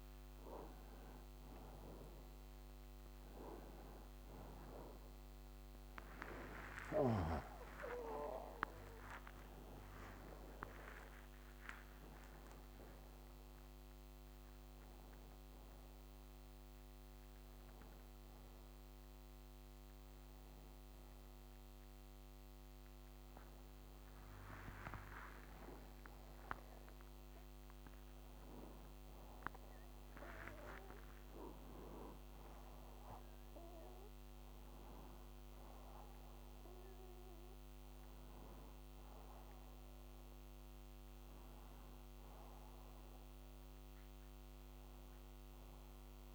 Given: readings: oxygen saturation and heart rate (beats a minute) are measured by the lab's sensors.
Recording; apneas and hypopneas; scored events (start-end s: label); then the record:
breathing in sleep by a microphone on the trachea; none
0.00-5.00 s: oxygen desaturation (device-marked, oxygen 92% lowest, heart rate 75 extreme)
6.50-11.50 s: arousal
26.50-31.50 s: arousal
From the record:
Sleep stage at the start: N1 (lightest sleep); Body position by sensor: on the right side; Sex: male